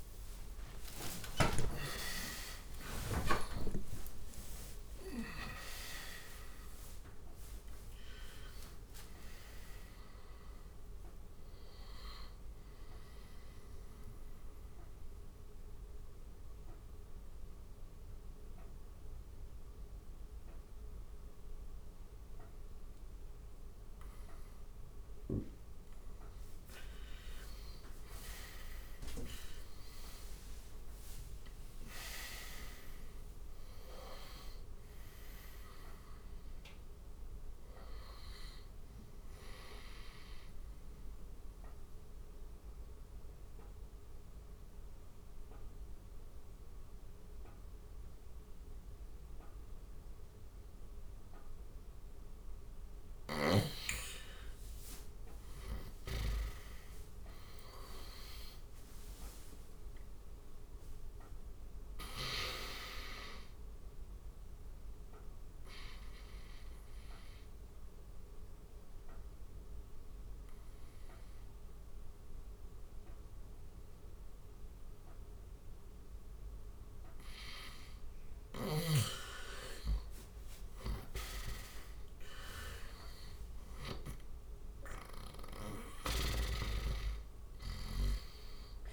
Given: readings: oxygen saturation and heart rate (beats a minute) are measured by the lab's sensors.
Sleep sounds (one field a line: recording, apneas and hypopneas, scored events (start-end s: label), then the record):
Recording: breathing in sleep by a room microphone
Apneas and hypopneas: 3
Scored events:
0.00-2.00 s: long interval between heartbeats (device-marked, heart rate 73 before, 96 extreme)
0.00-3.00 s: arousal
3.00-5.00 s: long interval between heartbeats (device-marked, heart rate 78 before, 125 extreme)
3.00-9.00 s: oxygen desaturation (device-marked, oxygen 97% before, 92% lowest, heart rate 78 before, 68 extreme)
11.00-33.00 s: oxygen desaturation (device-marked, oxygen 96% before, 87% lowest, heart rate 93 before, 68 extreme)
12.50-25.00 s: obstructive apnea (oxygen 97% before, 87% lowest, heart rate 94 before, 68 extreme, up 21 after)
27.00-31.50 s: arousal
39.50-52.00 s: obstructive apnea (oxygen 99% before, 90% lowest, heart rate 80 before, 72 extreme, up 10 after)
51.00-58.00 s: oxygen desaturation (device-marked, oxygen 99% before, 93% lowest, heart rate 81 before, 73 extreme)
52.50-62.00 s: snoring (device-marked)
54.50-58.00 s: arousal
64.50-77.00 s: obstructive apnea (oxygen 99% before, 90% lowest, heart rate 77 before, 71 extreme, up 7 after)
79.00-82.50 s: arousal
79.00-87.00 s: oxygen desaturation (device-marked, oxygen 97% before, 91% lowest, heart rate 79 before, 70 extreme)
85.50-88.93 s: snoring (device-marked)
From the record:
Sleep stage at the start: N2 (light sleep)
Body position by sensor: on the right side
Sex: male